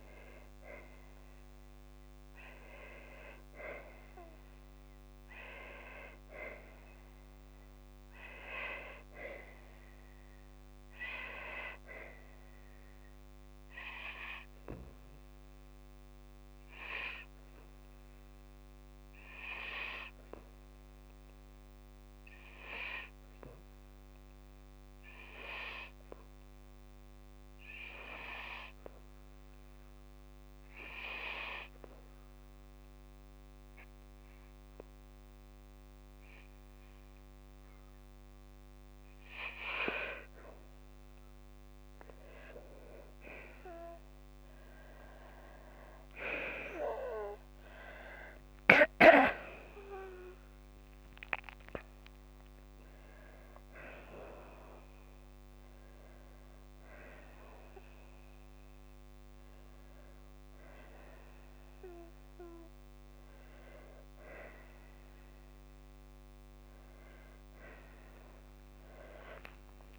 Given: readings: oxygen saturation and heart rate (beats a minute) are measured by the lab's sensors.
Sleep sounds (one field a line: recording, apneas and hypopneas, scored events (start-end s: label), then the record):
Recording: breathing in sleep by a microphone on the trachea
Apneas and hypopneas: 1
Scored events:
6.50-33.50 s: oxygen desaturation (device-marked, oxygen 98% before, 95% lowest, heart rate 56 before, 56 extreme)
21.00-24.50 s: arousal
28.50-40.00 s: hypopnea (oxygen 98% before, 93% lowest, heart rate 57 before, 56 extreme, up 13 after)
41.50-45.50 s: arousal
45.50-47.50 s: long interval between heartbeats (device-marked, heart rate 57 before, 68 extreme)
48.50-50.50 s: long interval between heartbeats (device-marked, heart rate 59 before, 78 extreme)
66.50-69.99 s: tachycardia (device-marked, heart rate 58 before, 174 extreme)
68.50-69.99 s: arousal
From the record:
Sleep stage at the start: N2 (light sleep)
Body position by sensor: on the back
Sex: female